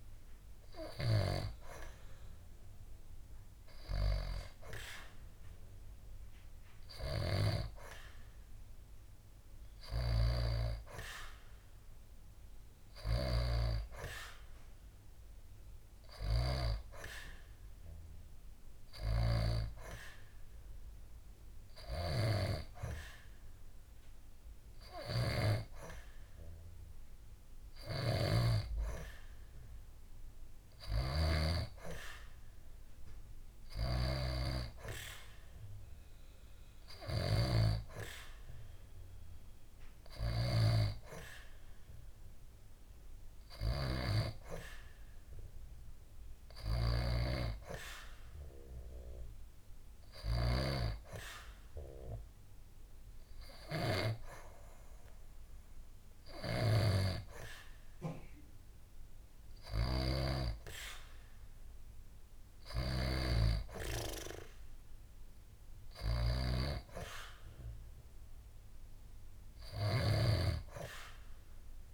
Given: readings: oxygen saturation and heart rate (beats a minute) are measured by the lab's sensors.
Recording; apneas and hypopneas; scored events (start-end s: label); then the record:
breathing in sleep by a room microphone; none
none scored
From the record:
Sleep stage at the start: N2 (light sleep); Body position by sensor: on the back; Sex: female